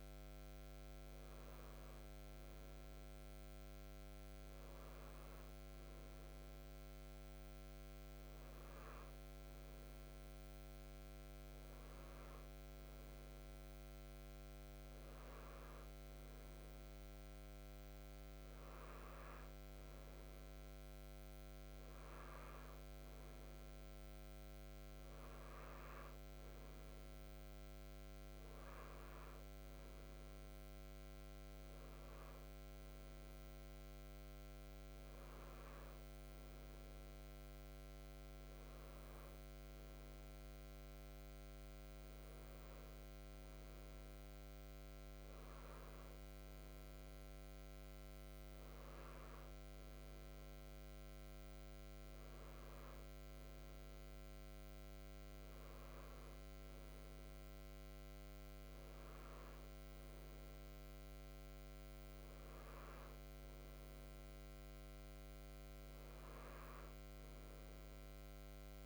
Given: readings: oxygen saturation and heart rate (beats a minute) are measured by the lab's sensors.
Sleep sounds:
breathing in sleep, hard to hear, by a microphone on the trachea; none
none scored
From the record:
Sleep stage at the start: N3 (deep sleep); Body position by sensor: on the right side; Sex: male

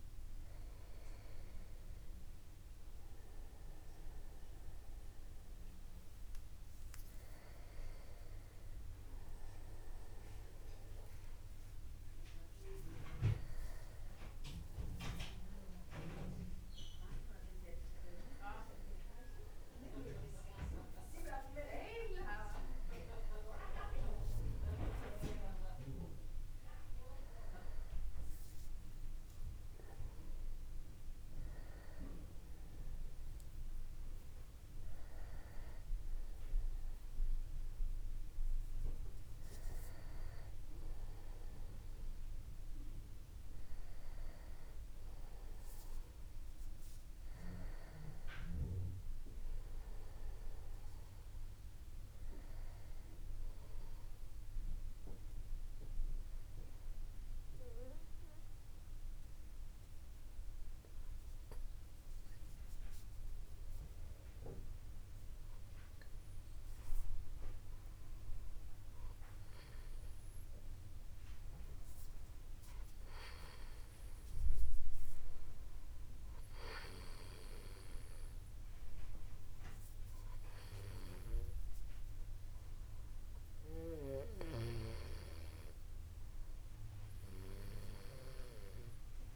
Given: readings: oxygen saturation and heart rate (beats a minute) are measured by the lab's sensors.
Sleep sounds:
breathing in sleep by a room microphone; 1
15.50-20.00 s: arousal
44.50-48.50 s: arousal
54.00-66.50 s: obstructive apnea (oxygen 97% before, 95% lowest, heart rate 53 before, 53 extreme, up 0 after)
68.50-73.00 s: arousal
From the record:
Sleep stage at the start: N2 (light sleep); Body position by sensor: upright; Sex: male

